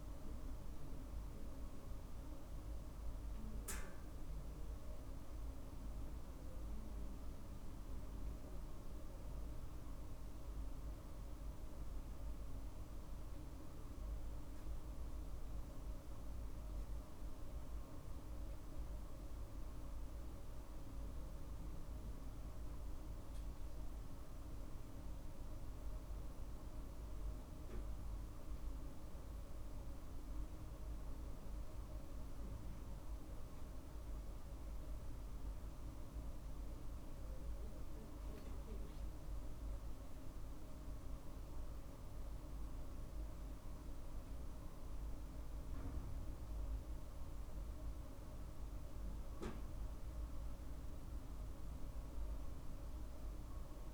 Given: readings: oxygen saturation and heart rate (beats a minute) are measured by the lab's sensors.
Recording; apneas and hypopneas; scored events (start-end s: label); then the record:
breathing in sleep, hard to hear, by a room microphone; none
5.50-9.50 s: arousal
From the record:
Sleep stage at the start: N2 (light sleep); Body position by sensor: on the right side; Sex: male